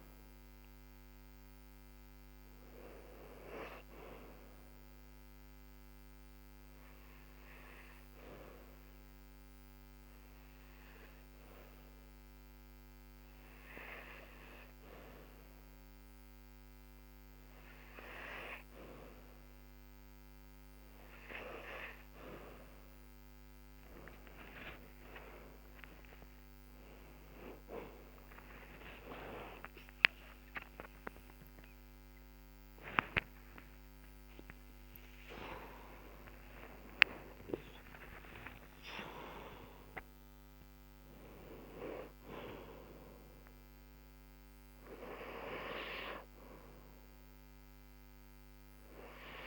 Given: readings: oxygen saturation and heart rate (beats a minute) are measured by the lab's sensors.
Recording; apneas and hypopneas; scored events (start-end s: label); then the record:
a person awake in a sleep study, by a microphone on the trachea; 1
4.50-20.00 s: hypopnea (oxygen 98% before, 95% lowest, heart rate 72 before, 67 extreme, up 10 after)
23.50-49.47 s: new sleep stage, awake
From the record:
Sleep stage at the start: N2 (light sleep); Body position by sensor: on the back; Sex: female